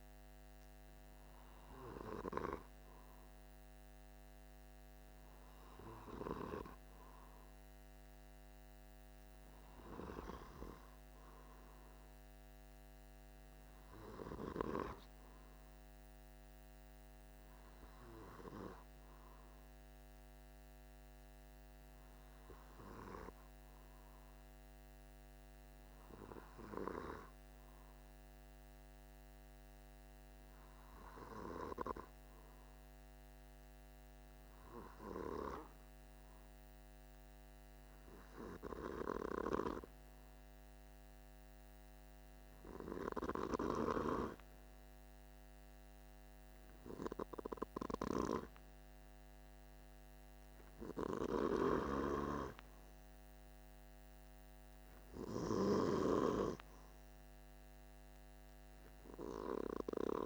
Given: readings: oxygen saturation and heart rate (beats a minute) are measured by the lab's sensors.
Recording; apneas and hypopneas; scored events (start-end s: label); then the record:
breathing in sleep by a microphone on the trachea; 1
19.50-37.00 s: hypopnea (oxygen 96% before, 93% lowest, heart rate 49 before, 48 extreme, up 1 after)
39.50-43.00 s: arousal
50.50-55.00 s: snoring (device-marked)
From the record:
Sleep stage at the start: N2 (light sleep); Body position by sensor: on the back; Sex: male